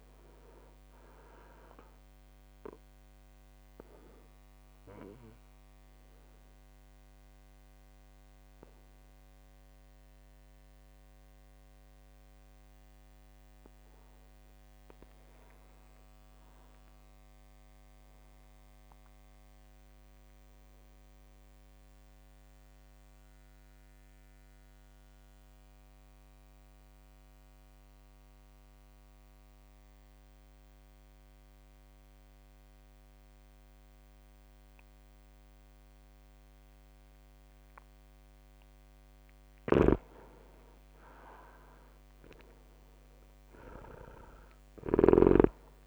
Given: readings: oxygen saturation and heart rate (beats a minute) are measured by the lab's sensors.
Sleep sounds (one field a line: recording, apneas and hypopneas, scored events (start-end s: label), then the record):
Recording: breathing in sleep by a microphone on the trachea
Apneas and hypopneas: 2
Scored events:
2.00-24.00 s: oxygen desaturation (device-marked, oxygen 98% before, 91% lowest, heart rate 63 before, 54 extreme)
3.00-14.00 s: obstructive apnea (oxygen 99% before, 91% lowest, heart rate 63 before, 54 extreme, up 3 after)
13.00-27.00 s: drop in pulse transit time (device-marked, heart rate 63 before, 54 extreme)
16.00-18.50 s: arousal
21.00-39.00 s: obstructive apnea (oxygen 98% before, 92% lowest, heart rate 56 before, 54 extreme, up 13 after)
39.50-45.50 s: snoring (device-marked)
40.00-42.00 s: long interval between heartbeats (device-marked, heart rate 56 before, 66 extreme)
41.00-45.50 s: arousal
42.00-45.87 s: drop in pulse transit time (device-marked, heart rate 57 before, 58 extreme)
From the record:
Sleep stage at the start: N2 (light sleep)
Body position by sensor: on the back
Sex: male